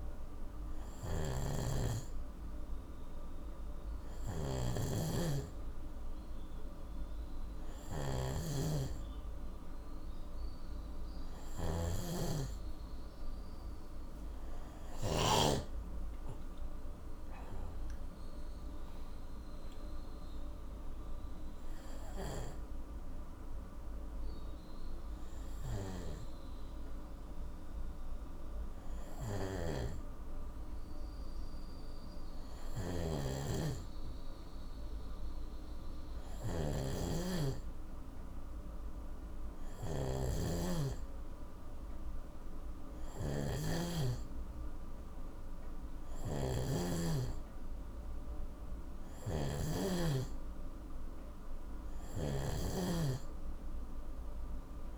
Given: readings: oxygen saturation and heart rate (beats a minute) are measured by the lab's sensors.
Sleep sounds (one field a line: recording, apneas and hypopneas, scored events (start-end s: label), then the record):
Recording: breathing in sleep by a room microphone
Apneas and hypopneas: none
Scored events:
0.00-15.00 s: snoring (device-marked)
29.00-46.50 s: snoring (device-marked)
48.50-54.98 s: snoring (device-marked)
From the record:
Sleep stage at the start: N2 (light sleep)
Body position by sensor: on the right side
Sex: male